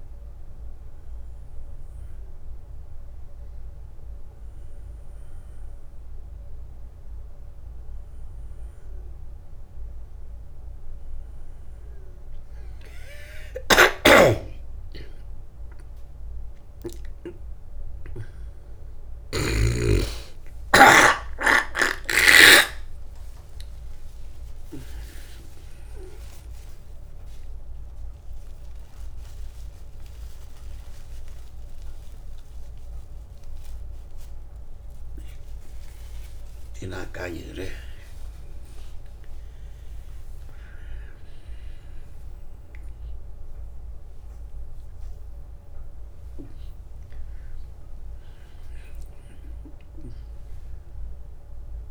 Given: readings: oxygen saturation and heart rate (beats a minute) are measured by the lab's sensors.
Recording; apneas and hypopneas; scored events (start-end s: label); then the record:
a person awake in a sleep study, by a room microphone; none
13.00-19.00 s: snoring (device-marked)
From the record:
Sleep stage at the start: awake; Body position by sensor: on the back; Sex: male